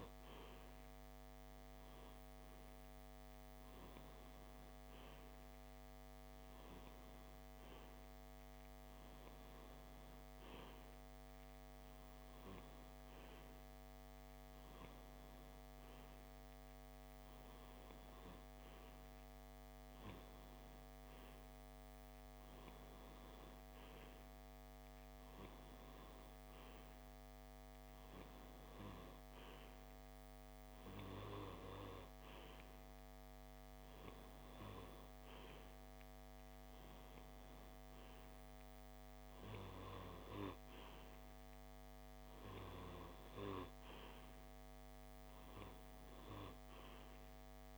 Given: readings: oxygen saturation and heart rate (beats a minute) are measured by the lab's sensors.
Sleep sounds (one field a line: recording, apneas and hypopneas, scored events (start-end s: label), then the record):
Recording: breathing in sleep by a microphone on the trachea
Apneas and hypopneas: none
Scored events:
none scored
From the record:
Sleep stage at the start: REM sleep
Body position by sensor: on the left side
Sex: male